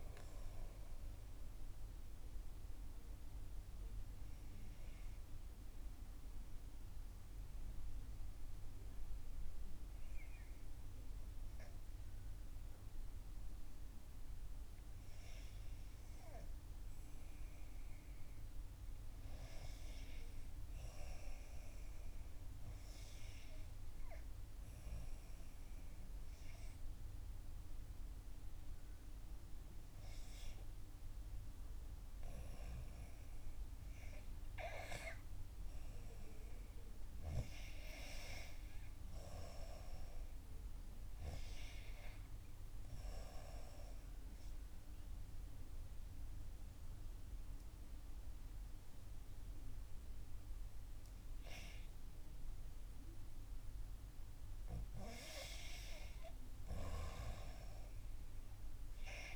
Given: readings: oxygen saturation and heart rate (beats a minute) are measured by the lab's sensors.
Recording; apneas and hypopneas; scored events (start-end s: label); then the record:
breathing in sleep by a room microphone; 2
0.00-8.50 s: oxygen desaturation (device-marked, oxygen 78% lowest, heart rate 59 extreme)
1.50-17.50 s: obstructive apnea (oxygen 88% before, 78% lowest, heart rate 69 before, 59 extreme, up 5 after)
19.50-23.50 s: arousal
25.50-59.36 s: oxygen desaturation (device-marked, oxygen 97% before, 89% lowest, heart rate 62 before, 63 extreme)
43.00-54.00 s: obstructive apnea (oxygen 97% before, 81% lowest, heart rate 66 before, 63 extreme, up 1 after)
From the record:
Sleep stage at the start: N2 (light sleep); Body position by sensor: on the back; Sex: female